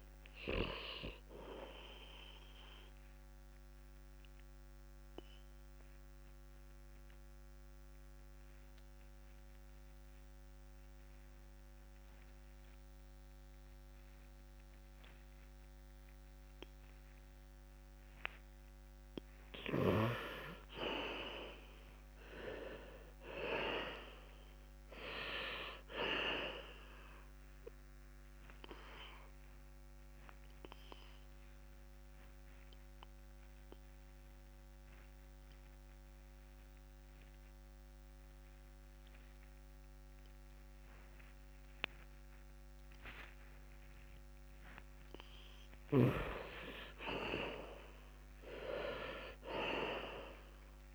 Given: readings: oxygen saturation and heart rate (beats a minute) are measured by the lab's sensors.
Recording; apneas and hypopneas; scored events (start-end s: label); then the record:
breathing in sleep by a microphone on the trachea; 2
0.00-11.00 s: oxygen desaturation (device-marked, oxygen 81% lowest, heart rate 58 extreme)
2.50-18.50 s: obstructive apnea (oxygen 98% before, 81% lowest, heart rate 64 before, 58 extreme)
20.50-24.50 s: arousal
27.00-46.00 s: oxygen desaturation (device-marked, oxygen 99% before, 85% lowest, heart rate 62 before, 59 extreme)
28.00-45.00 s: obstructive apnea (oxygen 99% before, 82% lowest, heart rate 61 before, 59 extreme, up 0 after)
47.50-50.95 s: arousal
From the record:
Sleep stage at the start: N2 (light sleep); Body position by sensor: on the left side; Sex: male